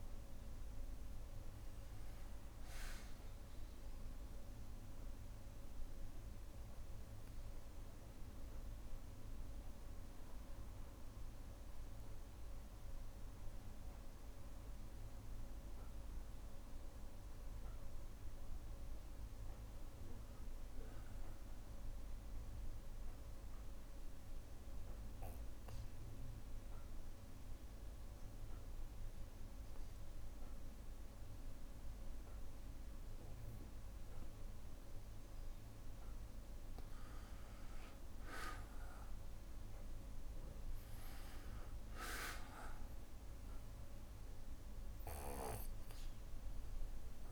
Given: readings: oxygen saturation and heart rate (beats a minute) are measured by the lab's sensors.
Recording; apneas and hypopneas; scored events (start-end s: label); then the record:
breathing in sleep, hard to hear, by a room microphone; 2
3.50-14.00 s: obstructive apnea (oxygen 98% before, 94% lowest, heart rate 63 before, 60 extreme, up 1 after)
16.50-20.50 s: arousal
23.50-35.50 s: obstructive apnea (oxygen 98% before, 94% lowest, heart rate 61 before, 61 extreme, up 3 after)
38.00-42.00 s: arousal
43.00-47.32 s: oxygen desaturation (device-marked, oxygen 97% before, 94% lowest, heart rate 62 before, 59 extreme)
From the record:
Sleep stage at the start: N2 (light sleep); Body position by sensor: on the back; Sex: male